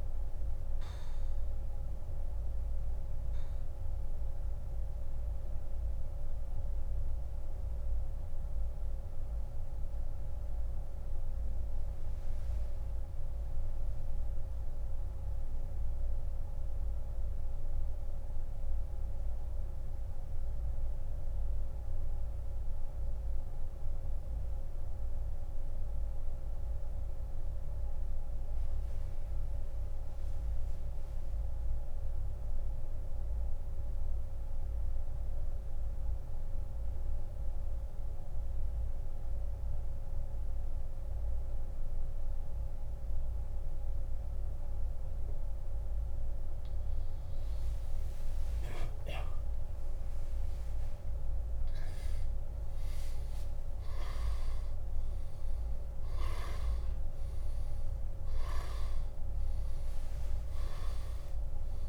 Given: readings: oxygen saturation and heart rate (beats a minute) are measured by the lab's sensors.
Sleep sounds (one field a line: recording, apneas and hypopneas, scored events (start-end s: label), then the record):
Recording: breathing in sleep, hard to hear, by a room microphone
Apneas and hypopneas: 1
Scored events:
0.00-33.00 s: oxygen desaturation (device-marked, oxygen 85% lowest, heart rate 46 extreme)
3.50-45.00 s: mixed apnea (oxygen 97% before, 84% lowest, heart rate 77 before, 56 extreme, up 12 after)
48.50-53.50 s: arousal
From the record:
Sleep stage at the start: N2 (light sleep)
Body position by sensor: on the back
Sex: male